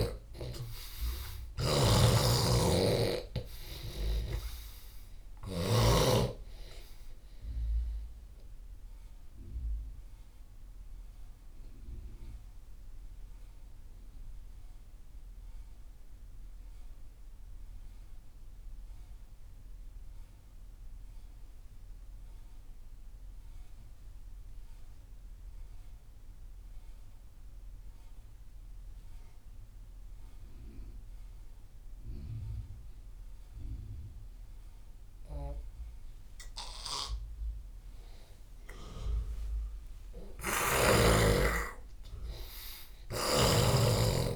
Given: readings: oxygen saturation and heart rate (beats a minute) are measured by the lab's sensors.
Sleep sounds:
breathing in sleep by a room microphone; 1
0.00-2.00 s: arousal
0.00-32.00 s: oxygen desaturation (device-marked, oxygen 85% lowest)
1.50-6.00 s: snoring (device-marked)
8.50-38.50 s: mixed apnea (oxygen 98% before, 82% lowest)
41.00-44.00 s: arousal
42.00-44.36 s: oxygen desaturation (device-marked, oxygen 98% before, 82% lowest)
43.00-44.36 s: snoring (device-marked)
From the record:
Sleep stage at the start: N2 (light sleep); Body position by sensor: on the left side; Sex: male

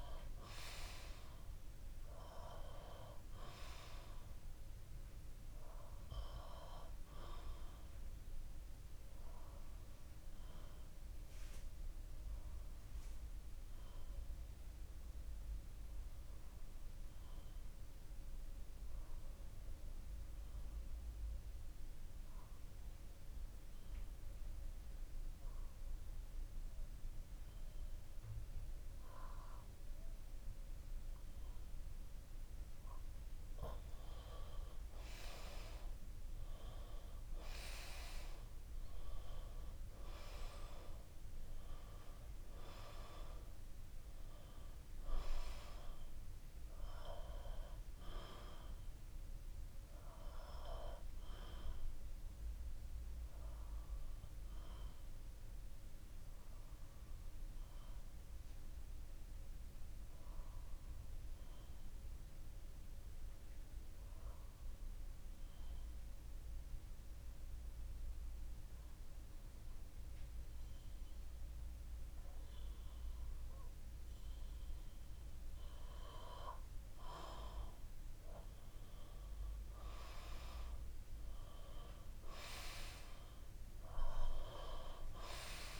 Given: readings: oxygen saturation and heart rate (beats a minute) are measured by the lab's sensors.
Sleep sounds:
breathing in sleep by a room microphone; 2
4.00-28.00 s: bradycardia (device-marked, heart rate 60 before, 57 extreme)
8.00-32.00 s: obstructive apnea (oxygen 99% before, 92% lowest, heart rate 61 before, 57 extreme, up 7 after)
22.00-32.00 s: oxygen desaturation (device-marked, oxygen 96% before, 93% lowest, heart rate 59 before, 58 extreme)
29.00-32.00 s: bradycardia (device-marked, heart rate 60 before, 59 extreme)
36.00-40.00 s: arousal
48.00-71.00 s: bradycardia (device-marked, heart rate 60 before, 58 extreme)
50.50-74.00 s: obstructive apnea (oxygen 97% before, 92% lowest, heart rate 62 before, 58 extreme, up 5 after)
77.50-80.50 s: arousal
From the record:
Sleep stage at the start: N2 (light sleep); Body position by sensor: on the back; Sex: male

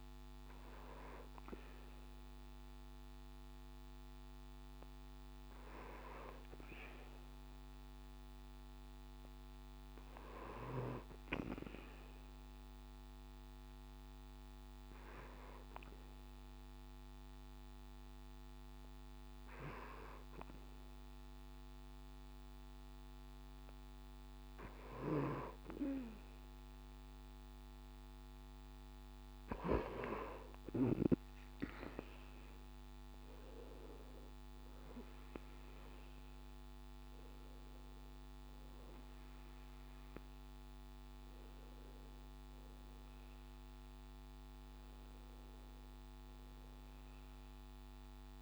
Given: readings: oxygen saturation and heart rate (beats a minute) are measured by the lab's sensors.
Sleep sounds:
breathing in sleep by a microphone on the trachea; 1
11.50-24.00 s: hypopnea (oxygen 96% before, 94% lowest, heart rate 70 before, 65 extreme, up 4 after)
26.00-29.50 s: arousal
From the record:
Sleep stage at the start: N2 (light sleep); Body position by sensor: on the back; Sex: male

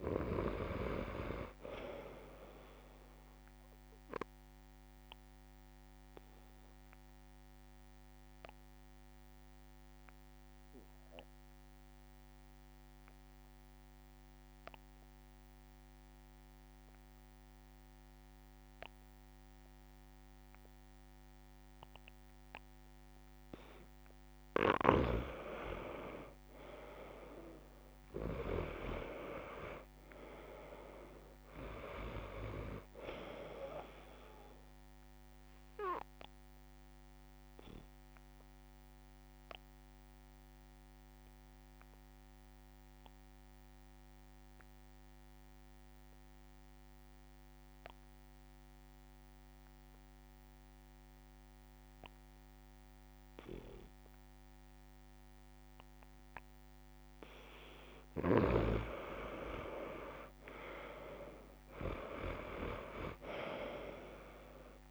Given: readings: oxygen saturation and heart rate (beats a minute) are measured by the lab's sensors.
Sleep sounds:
breathing in sleep by a microphone on the trachea; 2
0.00-20.00 s: oxygen desaturation (device-marked, oxygen 85% lowest)
5.00-23.00 s: obstructive apnea (oxygen 98% before, 85% lowest)
25.00-29.00 s: arousal
30.00-50.00 s: oxygen desaturation (device-marked, oxygen 98% before, 88% lowest)
38.50-57.00 s: obstructive apnea (oxygen 98% before, 87% lowest)
60.50-64.50 s: arousal
61.00-64.91 s: oxygen desaturation (device-marked, oxygen 98% before, 87% lowest)
From the record:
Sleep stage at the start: N2 (light sleep); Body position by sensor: on the back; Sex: male

